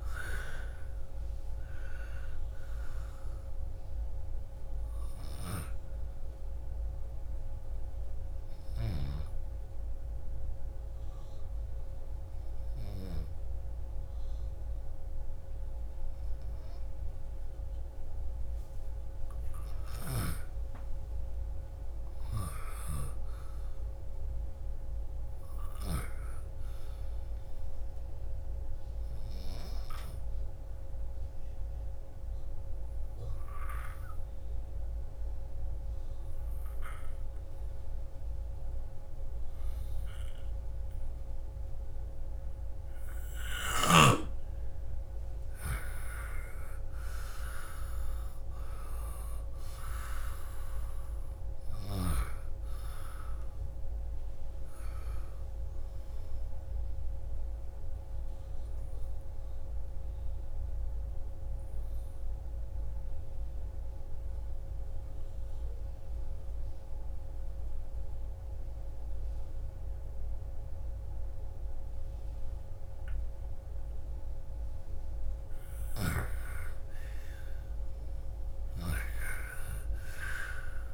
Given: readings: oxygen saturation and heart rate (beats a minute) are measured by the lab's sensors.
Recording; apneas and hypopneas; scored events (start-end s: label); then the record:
breathing in sleep by a room microphone; 3
0.00-20.50 s: oxygen desaturation (device-marked, oxygen 82% lowest)
6.00-19.00 s: obstructive apnea (oxygen 98% before, 82% lowest)
20.00-26.00 s: snoring (device-marked)
20.50-25.00 s: arousal
30.50-43.50 s: obstructive apnea (oxygen 99% before, 85% lowest)
31.50-41.50 s: oxygen desaturation (device-marked, oxygen 99% before, 93% lowest)
45.00-47.50 s: arousal
49.50-64.50 s: oxygen desaturation (device-marked, oxygen 96% before, 85% lowest)
60.00-75.50 s: obstructive apnea (oxygen 97% before, 82% lowest)
76.00-80.93 s: snoring (device-marked)
77.00-80.00 s: arousal
From the record:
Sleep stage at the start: N2 (light sleep); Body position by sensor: on the left side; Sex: female